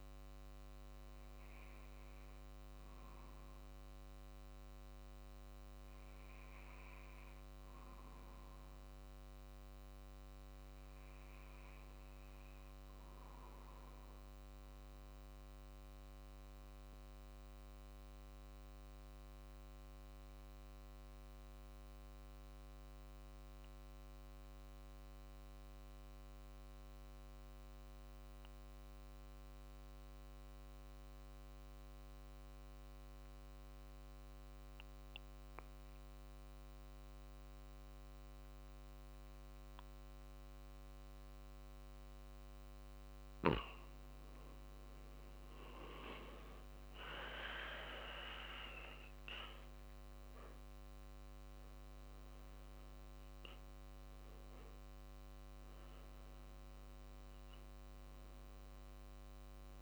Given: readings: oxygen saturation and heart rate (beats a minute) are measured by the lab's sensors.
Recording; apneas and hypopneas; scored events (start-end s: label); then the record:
breathing in sleep by a microphone on the trachea; 1
17.00-43.50 s: obstructive apnea (oxygen 97% before, 89% lowest, heart rate 47 before, 47 extreme, up 5 after)
21.50-38.50 s: oxygen desaturation (device-marked, oxygen 96% before, 93% lowest, heart rate 47 before, 47 extreme)
24.50-34.50 s: drop in pulse transit time (device-marked, heart rate 47 before, 47 extreme)
45.00-49.50 s: arousal
50.50-59.82 s: drop in pulse transit time (device-marked, heart rate 48 before, 51 extreme)
From the record:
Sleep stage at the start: N2 (light sleep); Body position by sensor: on the back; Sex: male